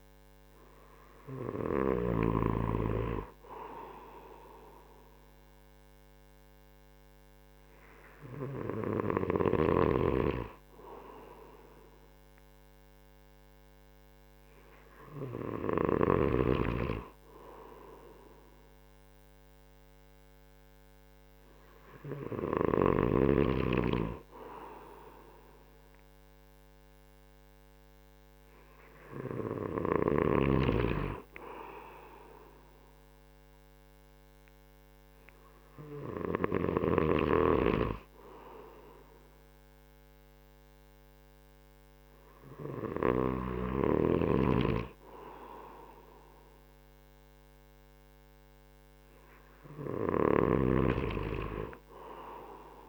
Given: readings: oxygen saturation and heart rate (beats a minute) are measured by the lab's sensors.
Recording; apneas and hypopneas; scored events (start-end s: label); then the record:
breathing in sleep by a microphone on the trachea; none
none scored
From the record:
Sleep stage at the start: N2 (light sleep); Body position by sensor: on the right side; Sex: male